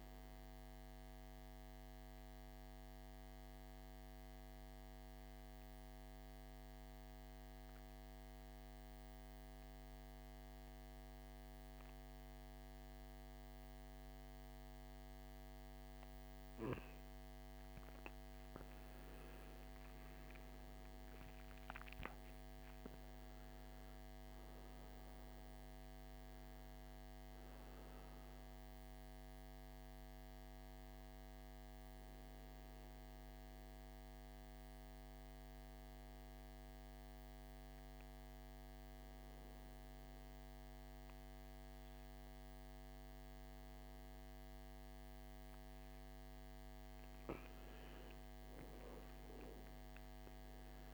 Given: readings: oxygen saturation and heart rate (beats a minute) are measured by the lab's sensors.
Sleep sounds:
breathing in sleep, hard to hear, by a microphone on the trachea; 2
0.00-9.00 s: oxygen desaturation (device-marked, oxygen 92% lowest, heart rate 55 extreme)
5.50-16.50 s: central apnea (oxygen 98% before, 92% lowest, heart rate 60 before, 53 extreme, up 12 after)
18.50-22.50 s: arousal
26.00-42.00 s: oxygen desaturation (device-marked, oxygen 97% before, 93% lowest, heart rate 61 before, 53 extreme)
29.50-44.00 s: obstructive apnea (oxygen 97% before, 92% lowest, heart rate 62 before, 53 extreme, up 14 after)
46.50-50.00 s: arousal
From the record:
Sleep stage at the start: N2 (light sleep); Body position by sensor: on the right side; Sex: male

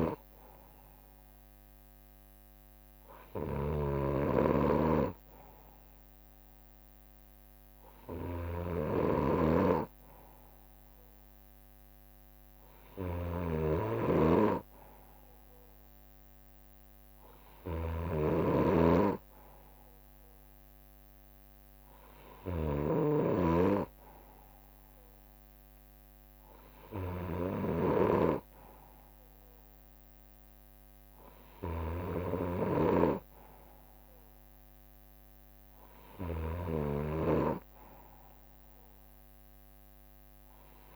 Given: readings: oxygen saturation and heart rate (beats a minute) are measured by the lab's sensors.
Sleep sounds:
breathing in sleep by a microphone on the trachea; none
0.00-40.96 s: snoring (device-marked)
6.00-8.50 s: leg movement (device-marked)
9.50-14.00 s: leg movement (device-marked)
16.00-22.50 s: leg movement (device-marked)
30.50-33.50 s: leg movement (device-marked)
34.50-40.96 s: drop in pulse transit time (device-marked, heart rate 65 before, 65 extreme)
35.50-40.96 s: leg movement (device-marked)
From the record:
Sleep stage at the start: N2 (light sleep); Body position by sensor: on the right side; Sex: male

